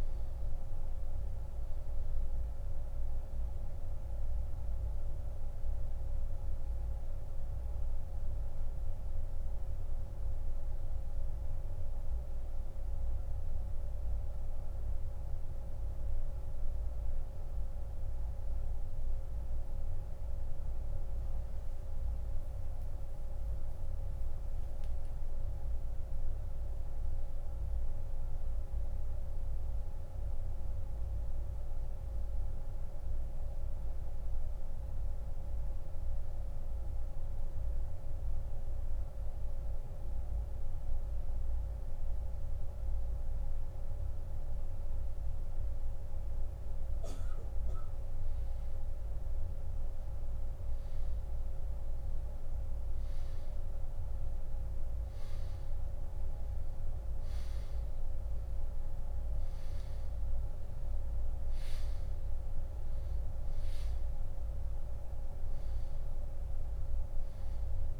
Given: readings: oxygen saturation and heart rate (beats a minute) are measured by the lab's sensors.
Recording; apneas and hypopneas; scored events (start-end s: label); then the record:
breathing in sleep, hard to hear, by a room microphone; 1
1.00-40.00 s: oxygen desaturation (device-marked, oxygen 96% before, 87% lowest)
11.50-44.00 s: mixed apnea (oxygen 97% before, 87% lowest)
47.50-52.00 s: arousal
63.00-68.00 s: oxygen desaturation (device-marked, oxygen 96% before, 87% lowest)
From the record:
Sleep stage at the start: N2 (light sleep); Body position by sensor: on the back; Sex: male